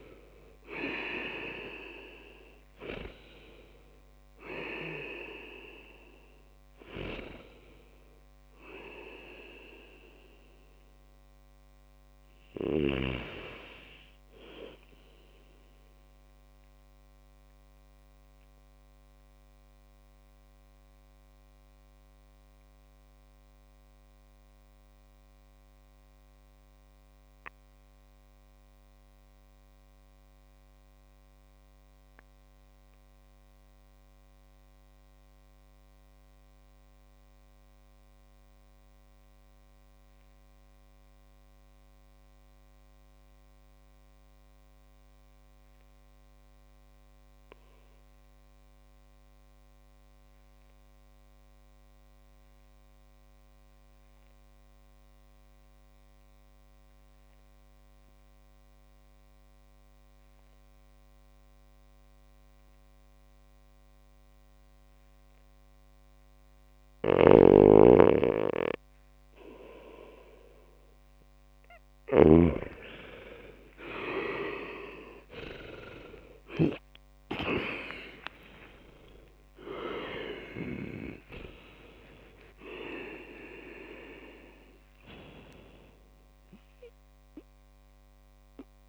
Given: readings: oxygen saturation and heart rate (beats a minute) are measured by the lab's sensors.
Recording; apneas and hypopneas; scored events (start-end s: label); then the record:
breathing in sleep by a microphone on the trachea; 1
17.00-67.00 s: obstructive apnea (oxygen 96% before, 93% lowest)
57.50-80.50 s: oxygen desaturation (device-marked, oxygen 98% before, 94% lowest)
66.50-72.00 s: snoring (device-marked)
78.00-82.50 s: arousal
From the record:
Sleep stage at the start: REM sleep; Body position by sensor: on the back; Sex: male